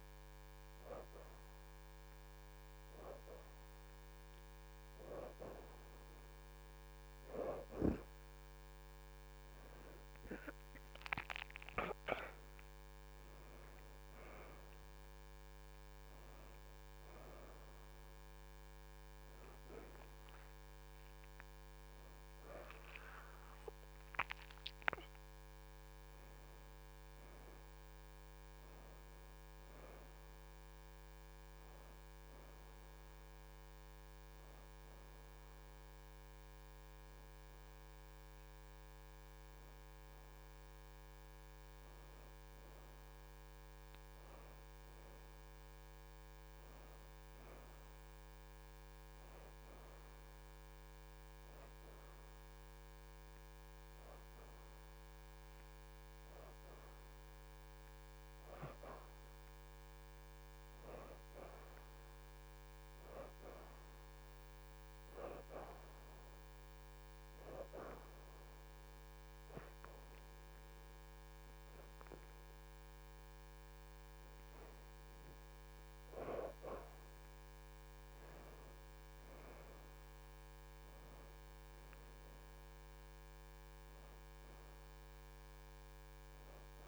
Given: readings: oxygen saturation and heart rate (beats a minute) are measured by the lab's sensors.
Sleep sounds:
breathing in sleep by a microphone on the trachea; 1
10.50-16.00 s: arousal
20.00-34.00 s: oxygen desaturation (device-marked, oxygen 79% before, 72% lowest, heart rate 106 before, 76 extreme)
52.00-62.00 s: oxygen desaturation (device-marked, oxygen 84% before, 76% lowest, heart rate 96 before, 78 extreme)
53.00-86.88 s: new sleep stage, N2 (light sleep)
67.00-77.00 s: hypopnea (oxygen 84% before, 66% lowest, heart rate 80 before, 78 extreme, up 4 after)
67.00-80.00 s: oxygen desaturation (device-marked, oxygen 83% before, 76% lowest, heart rate 80 before, 78 extreme)
82.00-86.88 s: oxygen desaturation (device-marked, oxygen 79% before, 68% lowest, heart rate 81 before, 78 extreme)
83.00-86.88 s: arousal
From the record:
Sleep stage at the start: N1 (lightest sleep); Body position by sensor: on the back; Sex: female

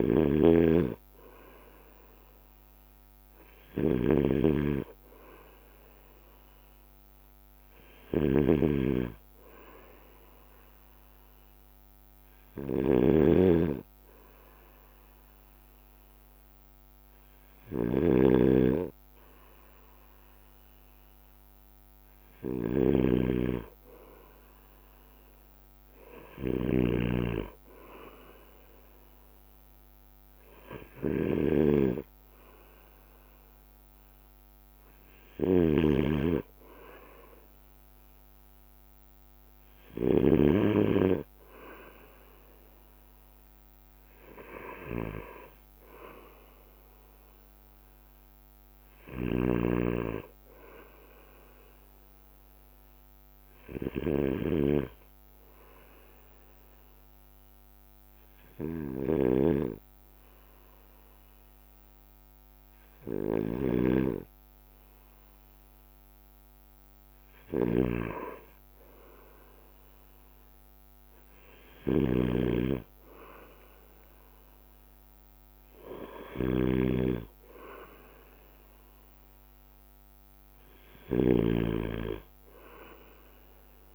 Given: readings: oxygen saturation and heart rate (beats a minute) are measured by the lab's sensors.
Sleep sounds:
breathing in sleep by a microphone on the trachea; 2
0.00-39.00 s: bradycardia (device-marked, heart rate 55 extreme)
0.00-40.50 s: snoring (device-marked)
5.00-8.50 s: arousal
11.50-21.50 s: hypopnea (oxygen 94% before, 93% lowest, heart rate 57 before, 56 extreme, up 3 after)
26.00-29.50 s: arousal
45.00-56.00 s: drop in pulse transit time (device-marked, heart rate 58 before, 55 extreme)
47.00-83.95 s: bradycardia (device-marked, heart rate 58 before, 55 extreme)
49.00-83.95 s: snoring (device-marked)
56.00-66.00 s: hypopnea (oxygen 94% before, 92% lowest, heart rate 59 before, 55 extreme, up 3 after)
69.00-72.00 s: arousal
From the record:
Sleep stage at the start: N2 (light sleep); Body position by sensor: on the right side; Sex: male

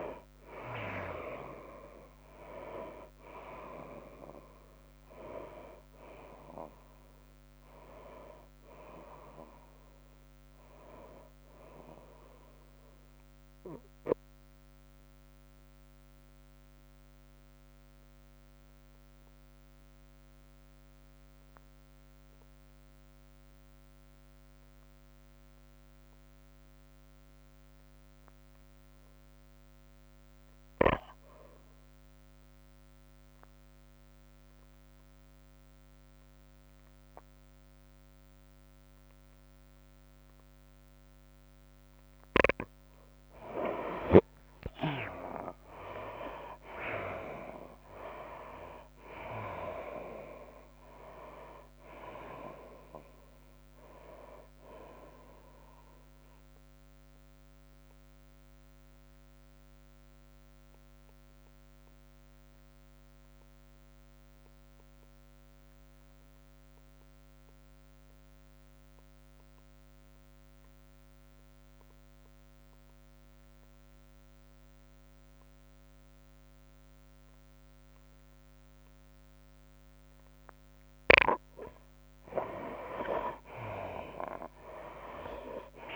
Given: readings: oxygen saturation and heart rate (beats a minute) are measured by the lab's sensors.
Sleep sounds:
breathing in sleep by a microphone on the trachea; 2
0.00-1.00 s: arousal
0.00-14.00 s: drop in pulse transit time (device-marked, heart rate 92 extreme)
0.00-16.00 s: tachycardia (device-marked, heart rate 106 extreme)
0.00-18.00 s: oxygen desaturation (device-marked, oxygen 69% lowest, heart rate 81 extreme)
15.00-42.50 s: obstructive apnea (oxygen 85% before, 68% lowest, heart rate 99 before, 80 extreme, up 19 after)
27.00-66.00 s: oxygen desaturation (device-marked, oxygen 98% before, 68% lowest, heart rate 101 before, 80 extreme)
47.00-60.00 s: tachycardia (device-marked, heart rate 96 before, 106 extreme)
47.50-51.00 s: arousal
48.00-62.00 s: drop in pulse transit time (device-marked, heart rate 89 before, 94 extreme)
58.50-81.00 s: obstructive apnea (oxygen 95% before, 68% lowest, heart rate 94 before, 85 extreme, up 7 after)
76.00-85.96 s: oxygen desaturation (device-marked, oxygen 98% before, 73% lowest, heart rate 99 before, 85 extreme)
84.00-85.96 s: arousal
84.50-85.96 s: long interval between heartbeats (device-marked, heart rate 92 before, 85 extreme)
From the record:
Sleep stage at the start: N2 (light sleep); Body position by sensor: on the right side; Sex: female

